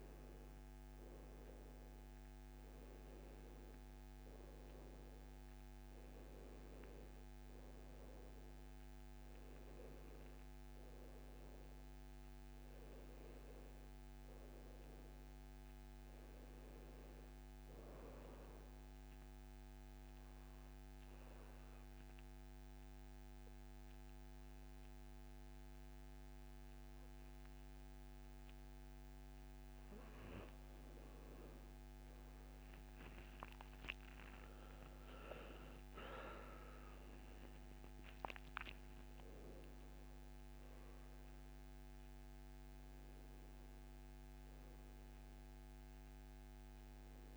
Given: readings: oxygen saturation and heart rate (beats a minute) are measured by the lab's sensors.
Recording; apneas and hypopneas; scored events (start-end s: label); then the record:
breathing in sleep, hard to hear, by a microphone on the trachea; 1
0.00-7.50 s: oxygen desaturation (device-marked, oxygen 90% lowest, heart rate 63 extreme)
10.50-14.50 s: arousal
19.00-30.50 s: obstructive apnea (oxygen 97% before, 87% lowest, heart rate 73 before, 63 extreme, up 14 after)
33.00-37.00 s: arousal
33.50-47.37 s: oxygen desaturation (device-marked, oxygen 96% before, 87% lowest, heart rate 67 before, 63 extreme)
From the record:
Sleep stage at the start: N2 (light sleep); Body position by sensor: on the back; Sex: male